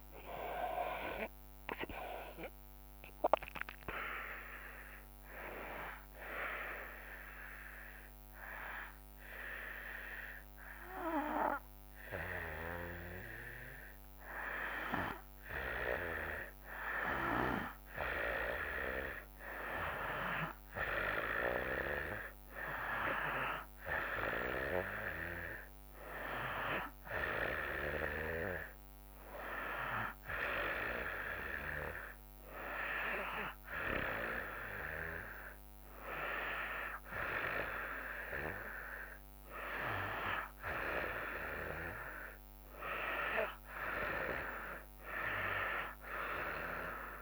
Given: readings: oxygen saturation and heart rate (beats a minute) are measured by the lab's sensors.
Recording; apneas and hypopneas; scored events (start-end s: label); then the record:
breathing in sleep by a microphone on the trachea; 1
0.00-9.50 s: drop in pulse transit time (device-marked, heart rate 69 extreme)
1.50-15.50 s: oxygen desaturation (device-marked, oxygen 99% before, 92% lowest, heart rate 65 before, 60 extreme)
4.50-14.50 s: hypopnea (oxygen 99% before, 92% lowest, heart rate 66 before, 60 extreme, up 19 after)
17.00-20.50 s: arousal
23.50-29.50 s: oxygen desaturation (device-marked, oxygen 98% before, 94% lowest, heart rate 73 before, 67 extreme)
From the record:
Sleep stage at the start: N2 (light sleep); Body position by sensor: on the back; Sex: female